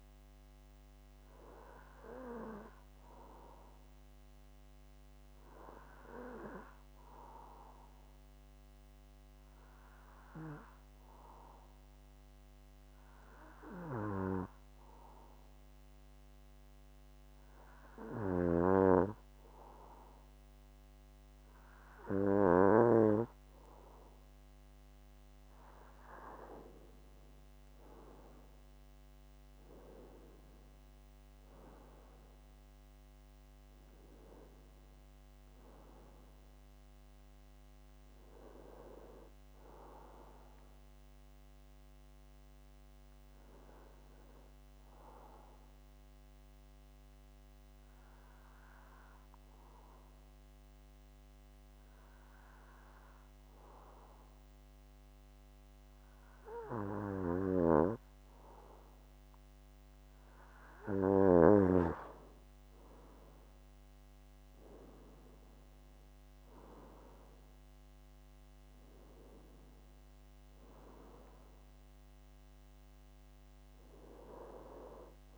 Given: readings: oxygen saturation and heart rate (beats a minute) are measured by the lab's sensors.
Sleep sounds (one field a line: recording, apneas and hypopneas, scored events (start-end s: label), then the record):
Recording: breathing in sleep by a microphone on the trachea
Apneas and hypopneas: 2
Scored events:
0.00-13.50 s: oxygen desaturation (device-marked, oxygen 92% lowest)
7.00-24.00 s: hypopnea (oxygen 96% before, 92% lowest)
26.00-30.00 s: arousal
45.50-57.50 s: obstructive apnea (oxygen 95% before, 92% lowest)
60.50-64.00 s: arousal
From the record:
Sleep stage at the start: N2 (light sleep)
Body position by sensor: on the back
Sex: male